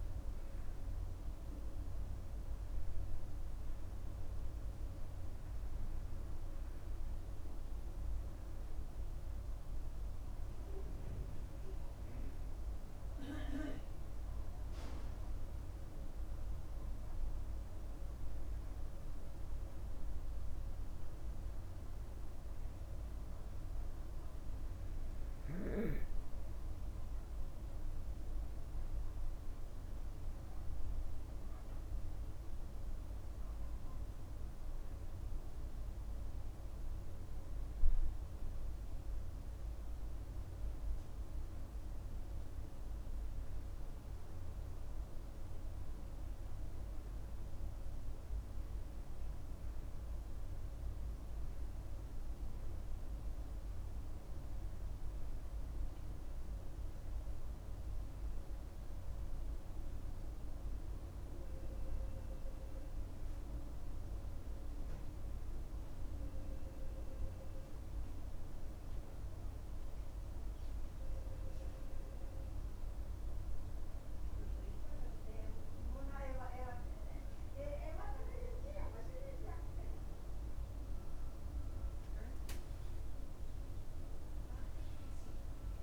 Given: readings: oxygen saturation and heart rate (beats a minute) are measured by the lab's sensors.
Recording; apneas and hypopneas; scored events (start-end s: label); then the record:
breathing in sleep, hard to hear, by a room microphone; none
none scored
From the record:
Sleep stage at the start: N2 (light sleep); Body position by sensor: on the back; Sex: male